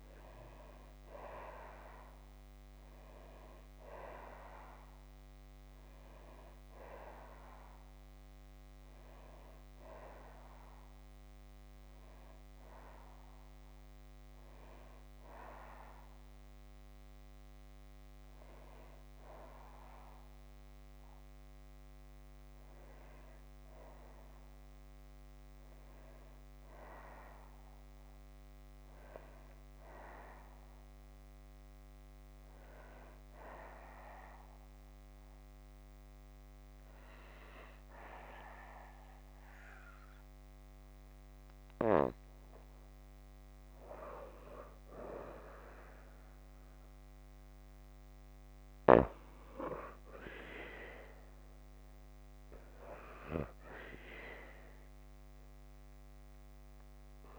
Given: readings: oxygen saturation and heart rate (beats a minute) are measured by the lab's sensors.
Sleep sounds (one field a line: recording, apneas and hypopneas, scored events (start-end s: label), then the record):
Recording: breathing in sleep by a microphone on the trachea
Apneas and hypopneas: 1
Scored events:
5.50-41.00 s: obstructive apnea (oxygen 95% before, 88% lowest, heart rate 72 before, 56 extreme, up 2 after)
42.00-45.50 s: arousal
46.00-57.00 s: oxygen desaturation (device-marked, oxygen 94% before, 88% lowest, heart rate 59 before, 56 extreme)
From the record:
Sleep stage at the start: N2 (light sleep)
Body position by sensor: on the back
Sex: female